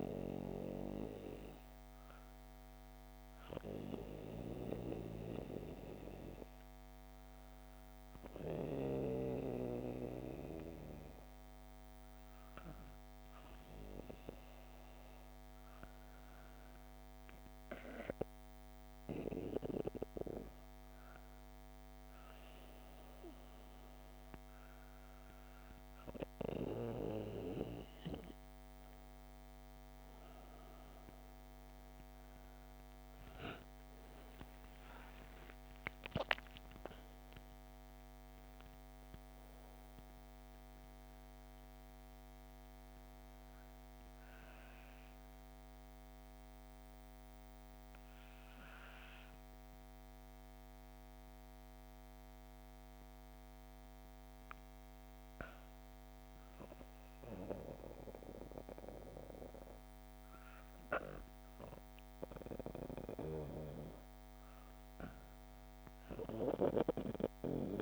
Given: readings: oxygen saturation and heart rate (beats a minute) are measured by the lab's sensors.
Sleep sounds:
breathing in sleep by a microphone on the trachea; 2
6.50-18.00 s: hypopnea (oxygen 97% before, 95% lowest, heart rate 61 before, 59 extreme, up 8 after)
20.00-23.00 s: arousal
35.00-39.00 s: arousal
44.50-55.50 s: obstructive apnea (oxygen 96% before, 95% lowest, heart rate 73 before, 54 extreme, up 12 after)
57.50-61.00 s: arousal
From the record:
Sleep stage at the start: N2 (light sleep); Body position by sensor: on the back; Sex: female

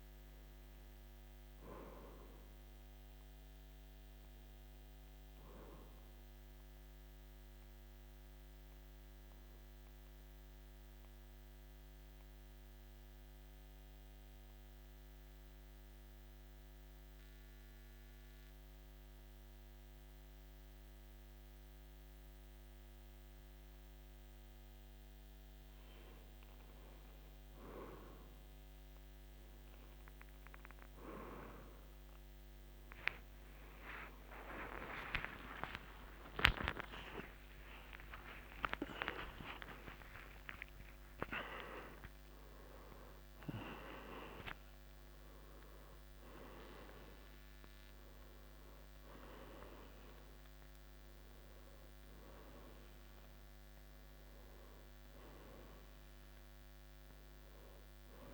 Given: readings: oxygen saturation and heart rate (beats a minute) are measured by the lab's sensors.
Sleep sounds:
a person partly awake in a sleep study, by a microphone on the trachea; 1
0.00-7.50 s: oxygen desaturation (device-marked, oxygen 90% lowest, heart rate 46 extreme)
0.50-4.50 s: arousal
7.00-24.50 s: central apnea (oxygen 94% before, 90% lowest, heart rate 52 before, 53 extreme, up 2 after)
36.50-41.50 s: tachycardia (device-marked, heart rate 55 before, 140 extreme)
41.50-58.34 s: new sleep stage, awake
From the record:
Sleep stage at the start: N2 (light sleep); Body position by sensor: on the back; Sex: male

